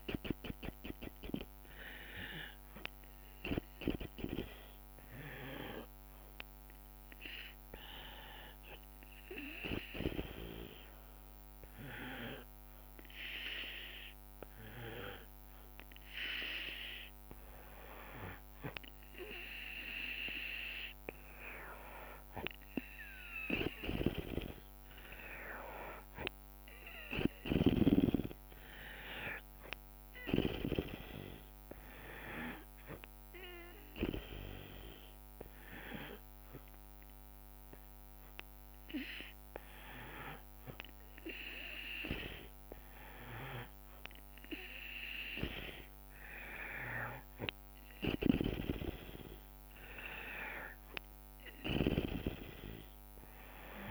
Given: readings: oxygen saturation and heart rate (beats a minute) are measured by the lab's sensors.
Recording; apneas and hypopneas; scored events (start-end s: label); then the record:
breathing in sleep by a microphone on the trachea; 2
0.00-1.00 s: arousal
0.00-6.50 s: drop in pulse transit time (device-marked, heart rate 65 extreme)
7.50-19.00 s: hypopnea (oxygen 96% before, 93% lowest, heart rate 73 before, 65 extreme, up 5 after)
28.00-31.00 s: arousal
33.50-45.00 s: hypopnea (oxygen 97% before, 93% lowest, heart rate 69 before, 63 extreme, up 4 after)
49.00-52.50 s: arousal
From the record:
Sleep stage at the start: N2 (light sleep); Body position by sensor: on the back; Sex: female